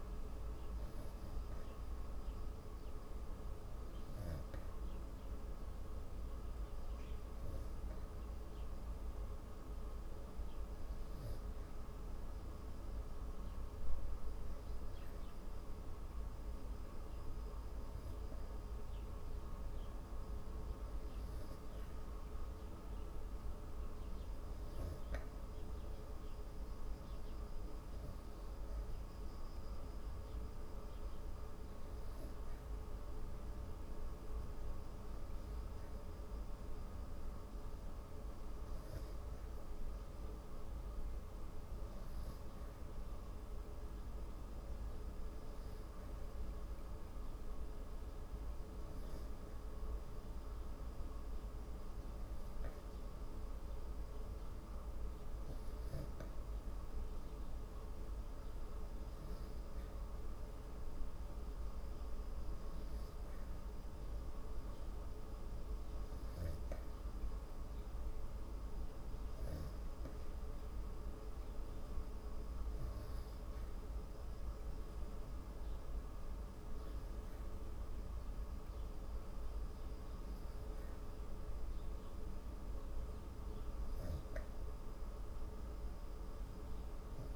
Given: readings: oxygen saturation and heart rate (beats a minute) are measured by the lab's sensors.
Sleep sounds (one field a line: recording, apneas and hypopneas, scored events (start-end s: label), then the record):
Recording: breathing in sleep, hard to hear, by a room microphone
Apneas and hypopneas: none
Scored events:
none scored
From the record:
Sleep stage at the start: N3 (deep sleep)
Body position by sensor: on the back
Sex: female